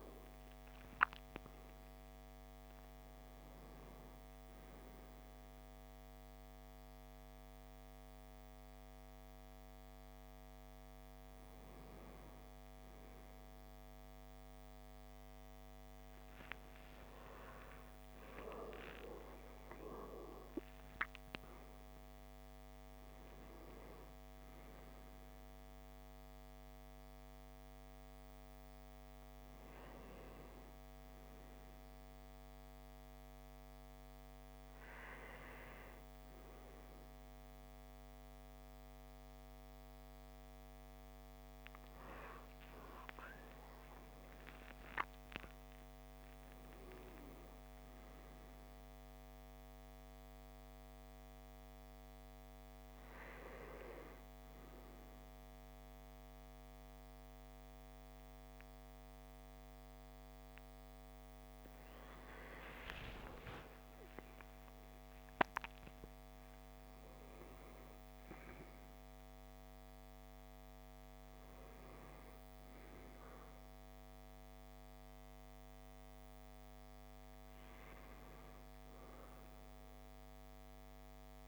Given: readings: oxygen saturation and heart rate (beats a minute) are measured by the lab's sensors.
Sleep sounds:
a person awake in a sleep study, by a microphone on the trachea; none
75.00-81.48 s: new sleep stage, N1 (lightest sleep)
From the record:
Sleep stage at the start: awake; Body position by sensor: on the back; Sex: male

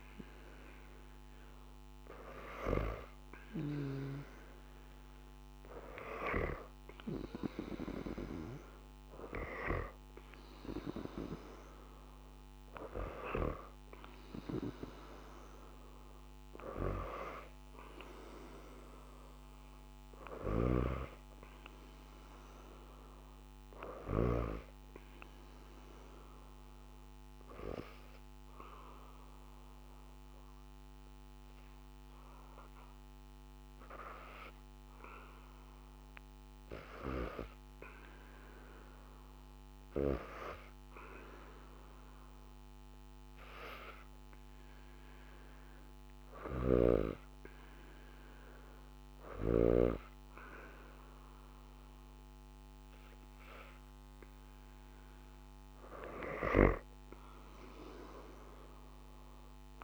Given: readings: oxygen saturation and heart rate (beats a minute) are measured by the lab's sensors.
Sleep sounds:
breathing in sleep by a microphone on the trachea; 2
5.00-22.00 s: oxygen desaturation (device-marked, oxygen 96% before, 89% lowest, heart rate 77 before, 77 extreme)
20.00-24.00 s: snoring (device-marked)
24.50-35.50 s: obstructive apnea (oxygen 98% before, 94% lowest, heart rate 82 before, 77 extreme)
37.50-41.00 s: arousal
44.00-55.00 s: hypopnea (oxygen 99% before, 94% lowest, heart rate 79 before, 76 extreme, up 3 after)
44.00-56.00 s: oxygen desaturation (device-marked, oxygen 98% before, 94% lowest, heart rate 79 before, 76 extreme)
56.50-59.83 s: arousal
From the record:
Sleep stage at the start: N2 (light sleep); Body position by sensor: on the back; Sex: female

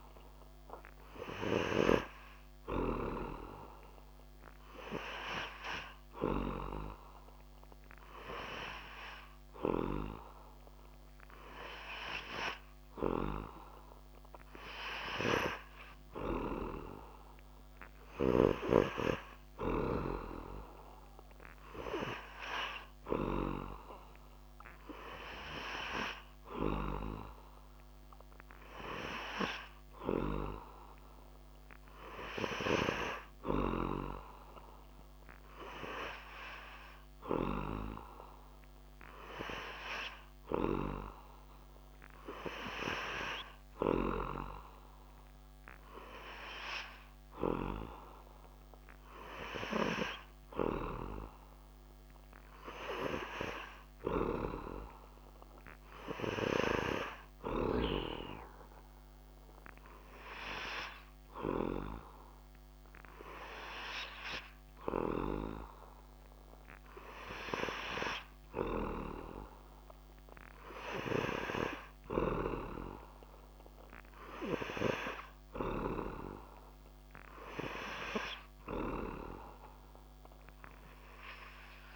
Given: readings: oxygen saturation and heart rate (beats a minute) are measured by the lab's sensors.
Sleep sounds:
breathing in sleep by a microphone on the trachea; none
none scored
From the record:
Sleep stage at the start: N3 (deep sleep); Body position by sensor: on the back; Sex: male

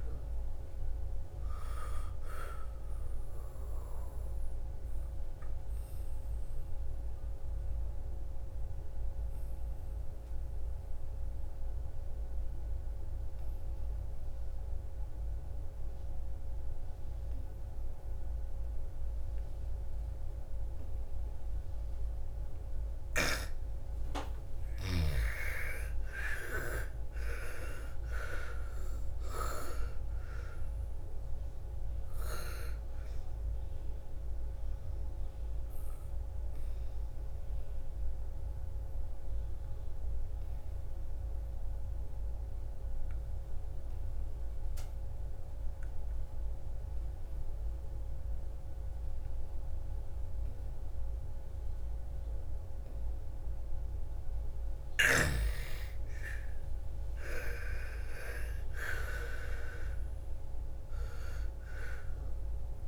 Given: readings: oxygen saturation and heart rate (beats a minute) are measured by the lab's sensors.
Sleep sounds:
breathing in sleep by a room microphone; 2
0.00-11.50 s: oxygen desaturation (device-marked, oxygen 84% lowest, heart rate 54 extreme)
4.50-24.00 s: obstructive apnea (oxygen 99% before, 82% lowest, heart rate 62 before, 54 extreme, up 15 after)
26.00-29.50 s: arousal
28.50-46.50 s: oxygen desaturation (device-marked, oxygen 98% before, 83% lowest, heart rate 57 before, 55 extreme)
34.00-54.00 s: obstructive apnea (oxygen 99% before, 81% lowest, heart rate 60 before, 54 extreme, up 14 after)
54.50-62.88 s: oxygen desaturation (device-marked, oxygen 99% before, 82% lowest, heart rate 58 before, 54 extreme)
59.00-62.88 s: arousal
From the record:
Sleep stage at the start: N2 (light sleep); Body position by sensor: on the back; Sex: female

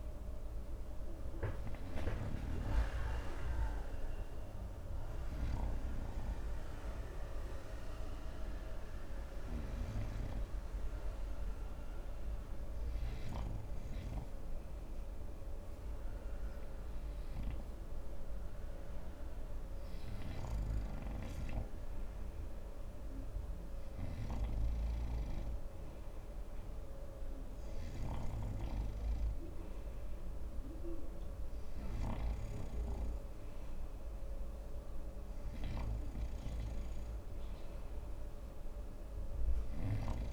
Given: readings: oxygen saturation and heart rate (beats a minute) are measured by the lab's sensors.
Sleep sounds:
breathing in sleep by a room microphone; none
none scored
From the record:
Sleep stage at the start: N3 (deep sleep); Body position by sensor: on the front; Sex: male

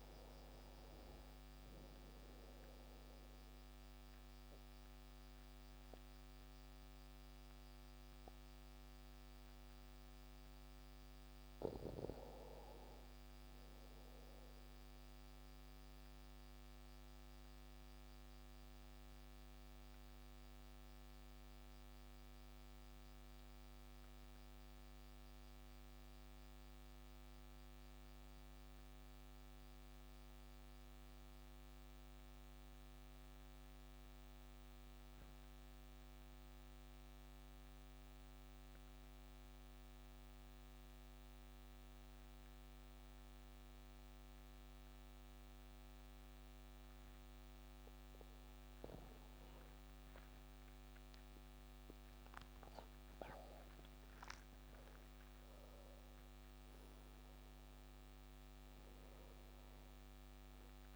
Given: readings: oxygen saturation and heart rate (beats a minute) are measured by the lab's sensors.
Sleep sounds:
breathing in sleep, hard to hear, by a microphone on the trachea; 1
0.00-24.50 s: oxygen desaturation (device-marked, oxygen 87% lowest, heart rate 42 extreme)
15.00-47.50 s: obstructive apnea (oxygen 94% before, 87% lowest, heart rate 45 before, 43 extreme, up 4 after)
47.50-60.96 s: oxygen desaturation (device-marked, oxygen 96% before, 91% lowest, heart rate 45 before, 34 extreme)
49.50-55.50 s: arousal
From the record:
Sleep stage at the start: N2 (light sleep); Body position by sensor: on the back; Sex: male

